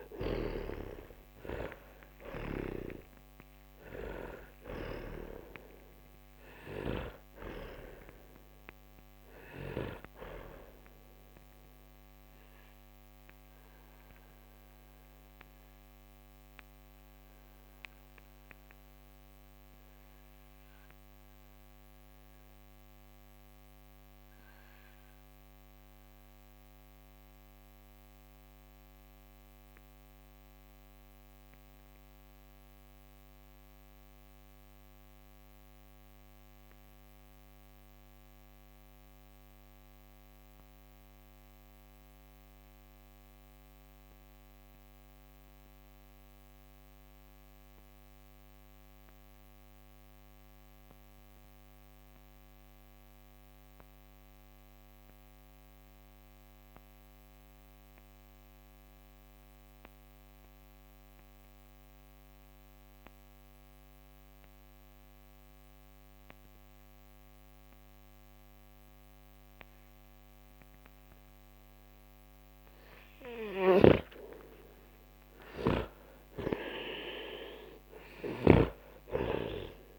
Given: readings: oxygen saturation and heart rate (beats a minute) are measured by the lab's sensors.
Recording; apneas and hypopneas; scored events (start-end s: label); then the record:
breathing in sleep by a microphone on the trachea; 1
0.00-1.00 s: arousal
0.00-5.00 s: snoring (device-marked)
0.00-35.50 s: oxygen desaturation (device-marked, oxygen 83% lowest, heart rate 43 extreme)
13.00-73.00 s: mixed apnea (oxygen 97% before, 80% lowest, heart rate 64 before, 43 extreme, up 23 after)
63.50-79.99 s: oxygen desaturation (device-marked, oxygen 98% before, 80% lowest, heart rate 51 before, 44 extreme)
73.50-78.50 s: snoring (device-marked)
74.50-79.99 s: arousal
From the record:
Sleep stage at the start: N2 (light sleep); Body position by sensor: on the back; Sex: male